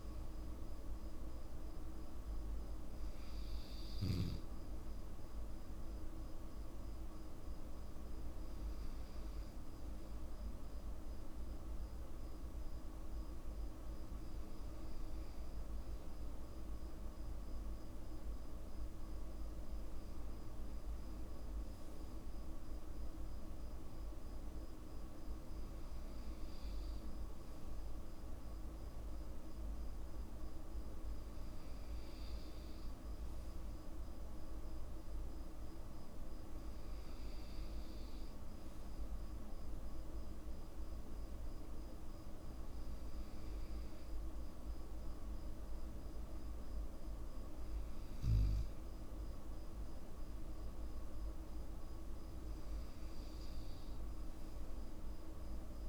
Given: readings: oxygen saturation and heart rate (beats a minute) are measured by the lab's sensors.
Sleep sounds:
breathing in sleep, hard to hear, by a room microphone; none
none scored
From the record:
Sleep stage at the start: N2 (light sleep); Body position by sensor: on the back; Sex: male

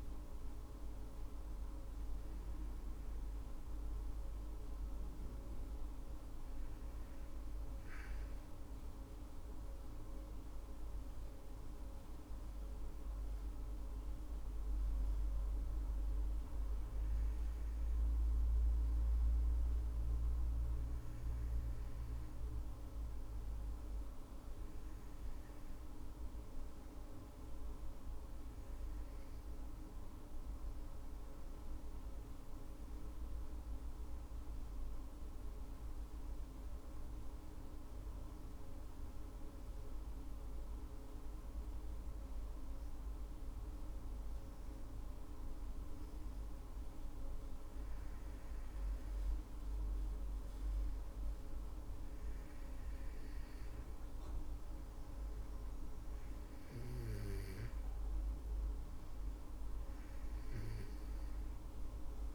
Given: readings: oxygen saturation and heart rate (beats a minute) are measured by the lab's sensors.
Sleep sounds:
breathing in sleep, hard to hear, by a room microphone; 1
0.00-3.00 s: arousal
0.00-28.00 s: oxygen desaturation (device-marked, oxygen 94% lowest, heart rate 52 extreme)
31.00-44.50 s: obstructive apnea (oxygen 99% before, 96% lowest, heart rate 56 before, 56 extreme, up 16 after)
46.00-50.00 s: arousal
From the record:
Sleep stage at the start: N2 (light sleep); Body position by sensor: on the back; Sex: female

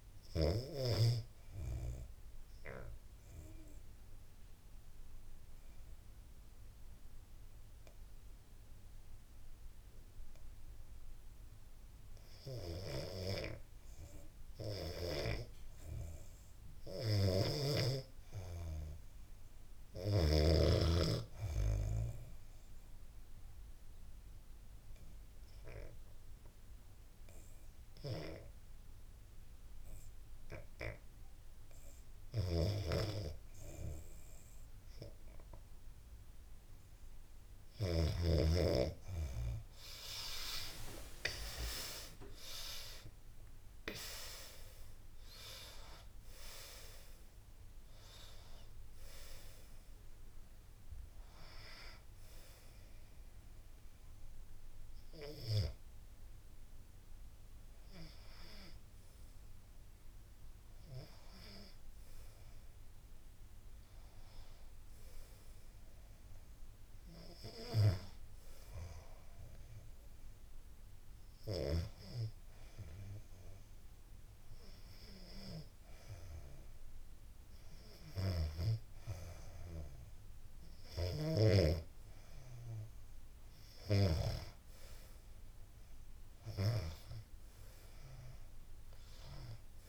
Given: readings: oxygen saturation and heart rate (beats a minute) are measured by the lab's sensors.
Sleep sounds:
breathing in sleep by a room microphone; 3
0.00-3.00 s: oxygen desaturation (device-marked, oxygen 89% lowest, heart rate 74 extreme)
0.50-11.00 s: obstructive apnea (oxygen 96% before, 83% lowest, heart rate 78 before, 74 extreme)
14.50-17.50 s: arousal
16.00-19.50 s: snoring (device-marked)
19.00-29.00 s: oxygen desaturation (device-marked, oxygen 94% before, 88% lowest, heart rate 77 before, 75 extreme)
22.00-35.00 s: obstructive apnea (oxygen 95% before, 83% lowest, heart rate 76 before, 75 extreme, up 34 after)
25.00-89.89 s: new sleep stage, N2 (light sleep)
38.00-41.50 s: arousal
39.00-60.00 s: oxygen desaturation (device-marked, oxygen 90% before, 83% lowest, heart rate 76 before, 74 extreme)
62.50-66.50 s: arousal
70.00-82.00 s: hypopnea (oxygen 98% before, 88% lowest, heart rate 84 before, 74 extreme, up 7 after)
85.00-88.50 s: arousal
From the record:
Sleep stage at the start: REM sleep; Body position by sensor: on the back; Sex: female

